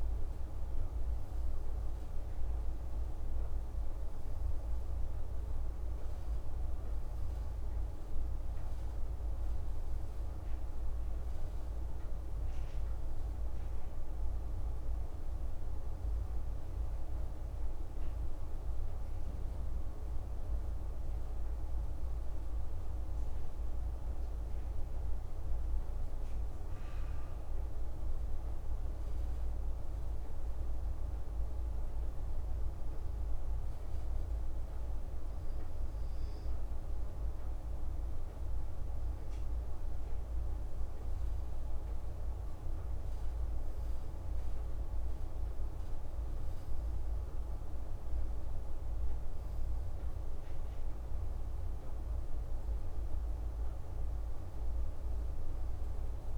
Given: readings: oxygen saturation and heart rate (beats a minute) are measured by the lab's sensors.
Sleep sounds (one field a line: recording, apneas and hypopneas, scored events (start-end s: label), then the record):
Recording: breathing in sleep, hard to hear, by a room microphone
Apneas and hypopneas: 1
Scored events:
12.50-17.50 s: arousal
20.50-38.00 s: hypopnea (oxygen 95% before, 94% lowest)
39.50-44.00 s: arousal
From the record:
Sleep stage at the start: N2 (light sleep)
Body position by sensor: on the back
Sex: male